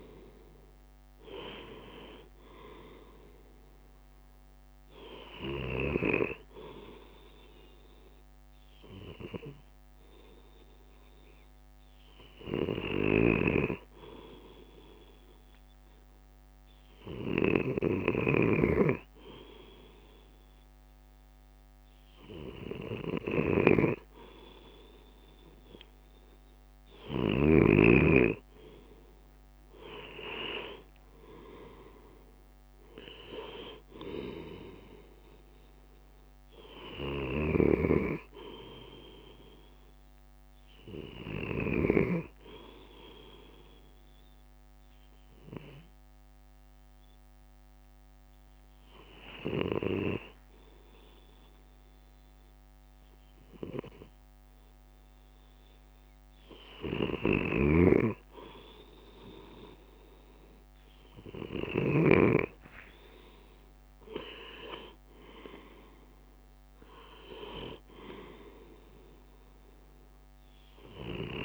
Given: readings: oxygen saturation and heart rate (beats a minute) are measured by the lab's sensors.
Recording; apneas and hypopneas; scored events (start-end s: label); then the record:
breathing in sleep by a microphone on the trachea; 1
31.50-42.50 s: drop in pulse transit time (device-marked, heart rate 58 before, 53 extreme)
33.00-37.50 s: arousal
43.50-56.50 s: hypopnea (oxygen 97% before, 93% lowest, heart rate 60 before, 53 extreme, up 7 after)
58.50-62.00 s: arousal
63.50-71.45 s: drop in pulse transit time (device-marked, heart rate 57 before, 53 extreme)
From the record:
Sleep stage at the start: N2 (light sleep); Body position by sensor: on the left side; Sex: male